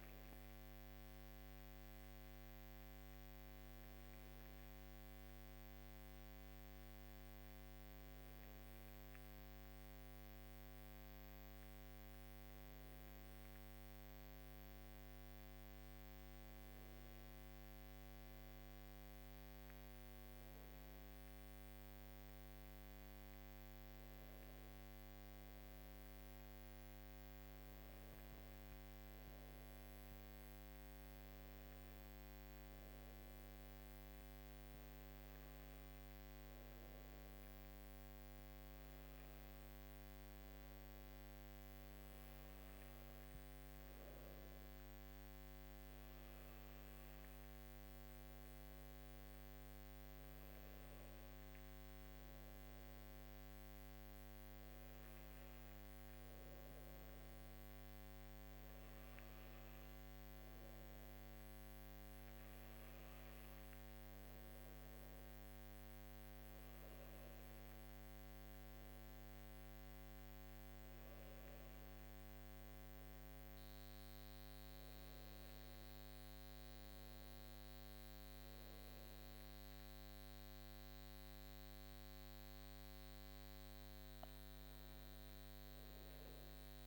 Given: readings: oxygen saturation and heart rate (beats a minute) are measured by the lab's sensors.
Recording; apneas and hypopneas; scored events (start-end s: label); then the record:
breathing in sleep, hard to hear, by a microphone on the trachea; none
none scored
From the record:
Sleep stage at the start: N1 (lightest sleep); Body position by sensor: on the left side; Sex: female